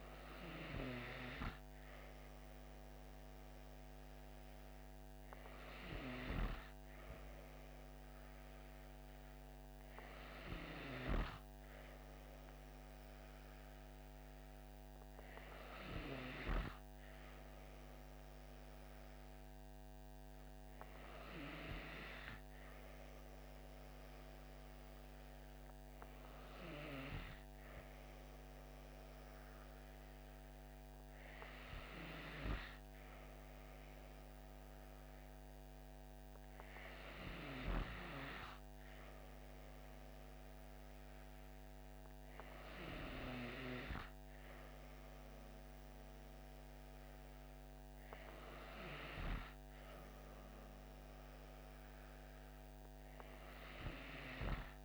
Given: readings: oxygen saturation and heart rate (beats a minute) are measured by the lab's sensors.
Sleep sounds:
breathing in sleep by a microphone on the trachea; none
none scored
From the record:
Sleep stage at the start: N2 (light sleep); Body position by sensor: on the back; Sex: female

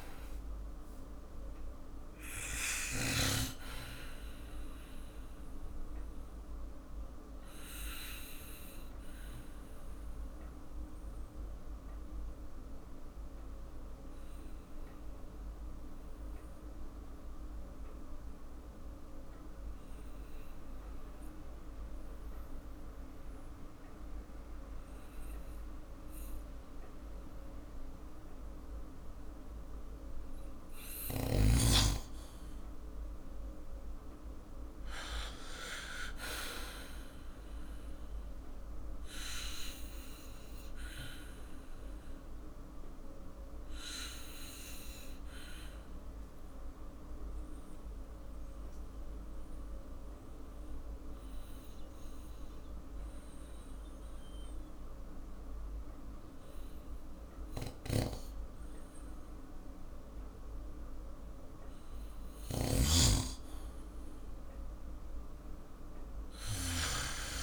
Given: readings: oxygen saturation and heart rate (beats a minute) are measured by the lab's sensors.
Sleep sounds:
breathing in sleep by a room microphone; 2
5.50-29.00 s: obstructive apnea (oxygen 98% before, 88% lowest, heart rate 55 before, 49 extreme, up 5 after)
18.00-30.00 s: oxygen desaturation (device-marked, oxygen 95% before, 88% lowest, heart rate 55 before, 50 extreme)
32.50-36.00 s: arousal
39.50-60.50 s: obstructive apnea (oxygen 98% before, 93% lowest, heart rate 51 before, 51 extreme, up 5 after)
57.00-66.00 s: oxygen desaturation (device-marked, oxygen 98% before, 93% lowest, heart rate 56 before, 50 extreme)
57.50-67.43 s: snoring (device-marked)
66.00-67.43 s: arousal
From the record:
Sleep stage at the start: N2 (light sleep); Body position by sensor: on the back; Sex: male

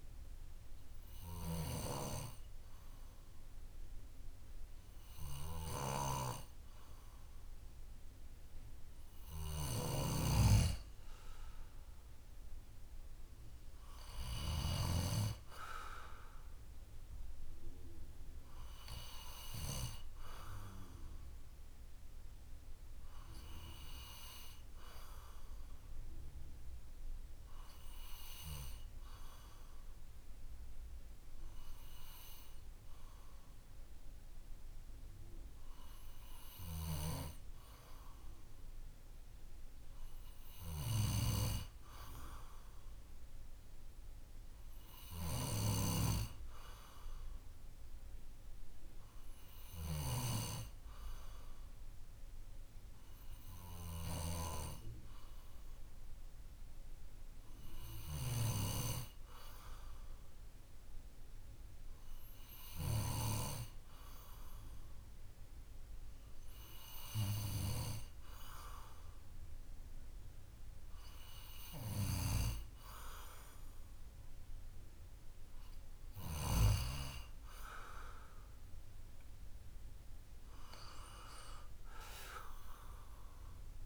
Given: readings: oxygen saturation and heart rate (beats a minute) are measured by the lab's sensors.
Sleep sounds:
breathing in sleep by a room microphone; none
none scored
From the record:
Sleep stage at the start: N2 (light sleep); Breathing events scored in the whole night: 135 in 6.0 hours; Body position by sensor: on the back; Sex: male

